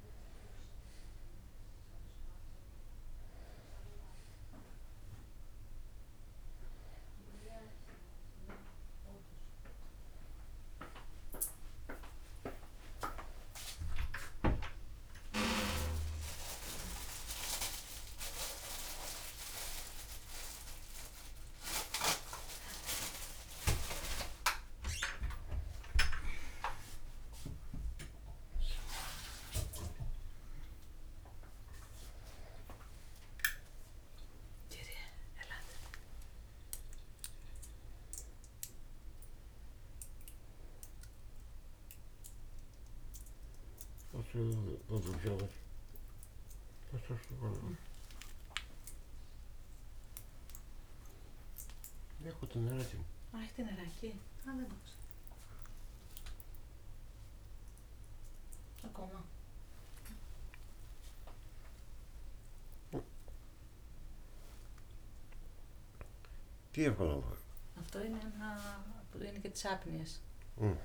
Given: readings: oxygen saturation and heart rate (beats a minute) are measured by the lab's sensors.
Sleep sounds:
a person partly awake in a sleep study, by a room microphone; none
48.50-70.85 s: new sleep stage, awake
From the record:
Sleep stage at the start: N1 (lightest sleep); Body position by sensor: on the right side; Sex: male

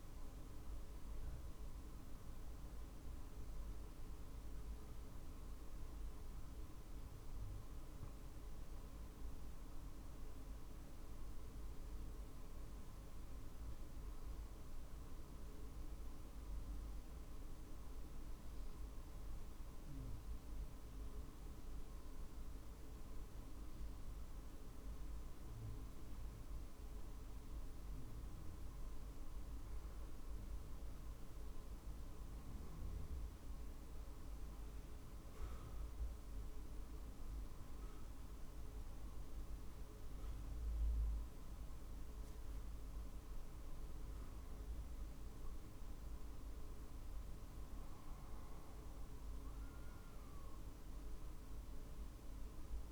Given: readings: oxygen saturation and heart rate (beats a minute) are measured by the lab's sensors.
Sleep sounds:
breathing in sleep, hard to hear, by a room microphone; none
none scored
From the record:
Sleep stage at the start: N2 (light sleep); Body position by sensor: on the back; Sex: male

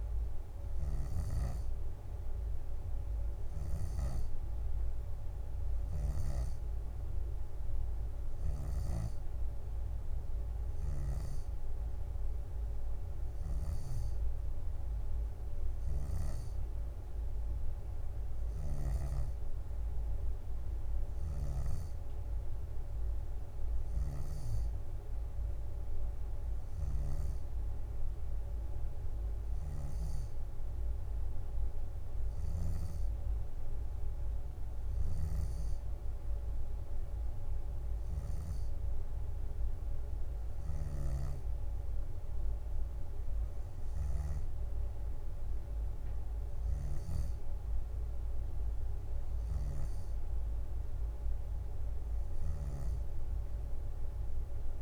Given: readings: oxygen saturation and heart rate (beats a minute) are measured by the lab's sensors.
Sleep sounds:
breathing in sleep, hard to hear, by a room microphone; none
11.00-13.00 s: bradycardia (device-marked, heart rate 64 before, 66 extreme)
From the record:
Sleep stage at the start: N2 (light sleep); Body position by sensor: on the back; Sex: female

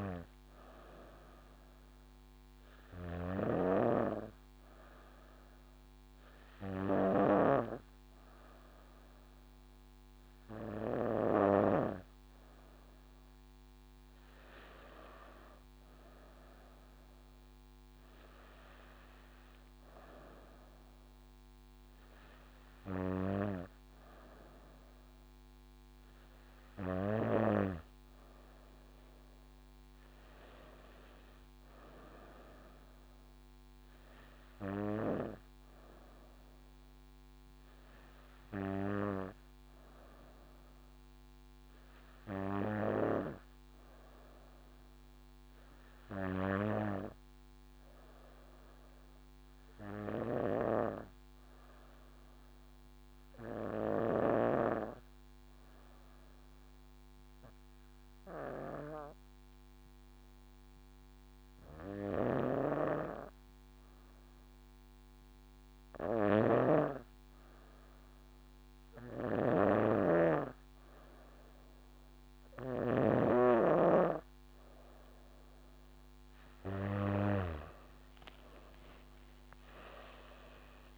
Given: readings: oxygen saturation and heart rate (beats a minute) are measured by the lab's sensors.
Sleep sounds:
breathing in sleep by a microphone on the trachea; 1
3.50-12.00 s: snoring (device-marked)
44.00-48.00 s: arousal
51.50-66.50 s: obstructive apnea (oxygen 97% before, 93% lowest, heart rate 67 before, 66 extreme, up 3 after)
62.00-73.00 s: snoring (device-marked)
64.00-80.98 s: oxygen desaturation (device-marked, oxygen 96% before, 93% lowest, heart rate 68 before, 62 extreme)
75.50-80.98 s: arousal
77.50-80.98 s: leg movement (device-marked)
From the record:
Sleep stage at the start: N2 (light sleep); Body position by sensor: on the back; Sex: female

